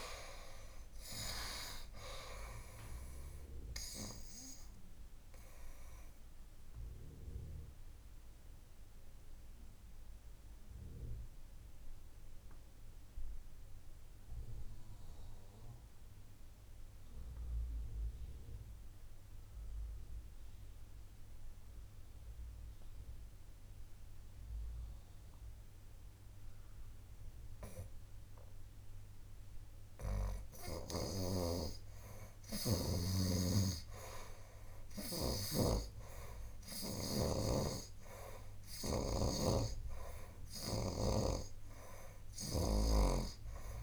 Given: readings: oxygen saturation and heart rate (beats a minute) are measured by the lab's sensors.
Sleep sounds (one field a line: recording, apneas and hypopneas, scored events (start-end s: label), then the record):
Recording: breathing in sleep by a room microphone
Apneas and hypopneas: 1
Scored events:
0.00-25.50 s: oxygen desaturation (device-marked, oxygen 74% lowest, heart rate 58 extreme)
4.50-29.50 s: obstructive apnea (oxygen 96% before, 74% lowest, heart rate 68 before, 58 extreme, up 9 after)
32.00-36.00 s: arousal
33.50-37.50 s: snoring (device-marked)
33.50-43.83 s: oxygen desaturation (device-marked, oxygen 98% before, 78% lowest, heart rate 60 before, 61 extreme)
39.50-43.00 s: snoring (device-marked)
From the record:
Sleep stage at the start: N2 (light sleep)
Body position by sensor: on the right side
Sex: male